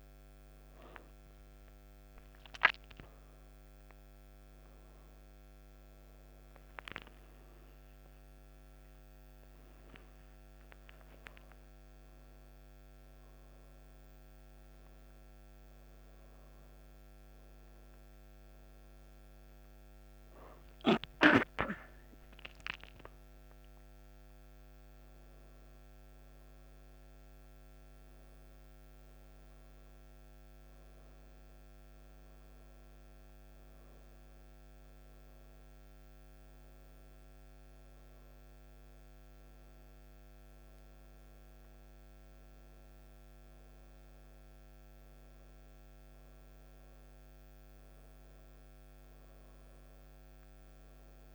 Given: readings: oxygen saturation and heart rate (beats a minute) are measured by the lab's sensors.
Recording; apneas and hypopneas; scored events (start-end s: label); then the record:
breathing in sleep by a microphone on the trachea; none
18.50-22.50 s: arousal
From the record:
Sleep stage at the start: N1 (lightest sleep); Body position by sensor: on the right side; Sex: female